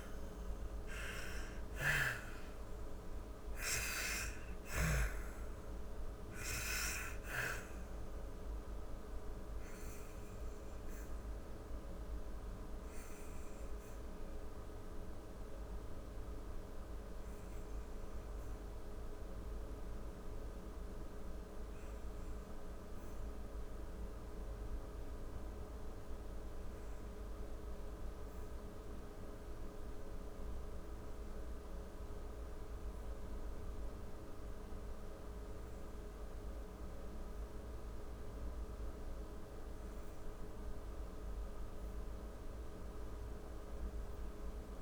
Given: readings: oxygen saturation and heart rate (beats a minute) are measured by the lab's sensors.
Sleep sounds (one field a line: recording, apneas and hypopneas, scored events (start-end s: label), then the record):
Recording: breathing in sleep by a room microphone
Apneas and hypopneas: 1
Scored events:
0.00-2.50 s: arousal
0.00-23.50 s: oxygen desaturation (device-marked, oxygen 83% lowest, heart rate 50 extreme)
8.00-26.50 s: obstructive apnea (oxygen 97% before, 80% lowest, heart rate 100 before, 50 extreme, up 5 after)
27.00-32.50 s: arousal
39.50-44.81 s: oxygen desaturation (device-marked, oxygen 99% before, 80% lowest, heart rate 55 before, 46 extreme)
From the record:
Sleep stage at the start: N2 (light sleep)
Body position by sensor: on the back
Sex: female